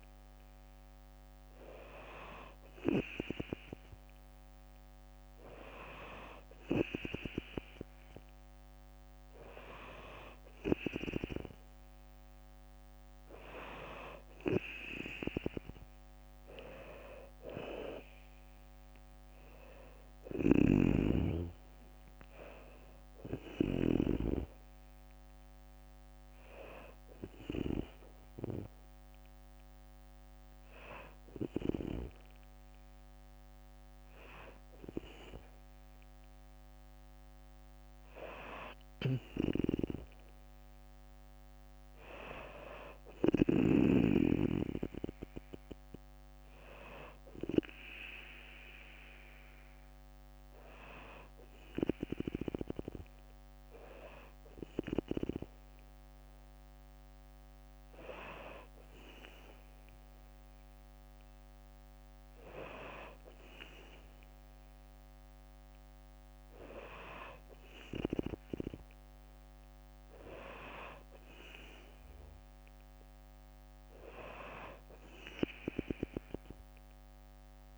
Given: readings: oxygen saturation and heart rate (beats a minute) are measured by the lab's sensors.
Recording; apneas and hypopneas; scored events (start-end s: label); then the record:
breathing in sleep by a microphone on the trachea; none
16.00-29.00 s: drop in pulse transit time (device-marked, heart rate 62 before, 61 extreme)
19.50-23.50 s: snoring (device-marked)
38.00-43.00 s: snoring (device-marked)
From the record:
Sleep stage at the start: N2 (light sleep); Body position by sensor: on the back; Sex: female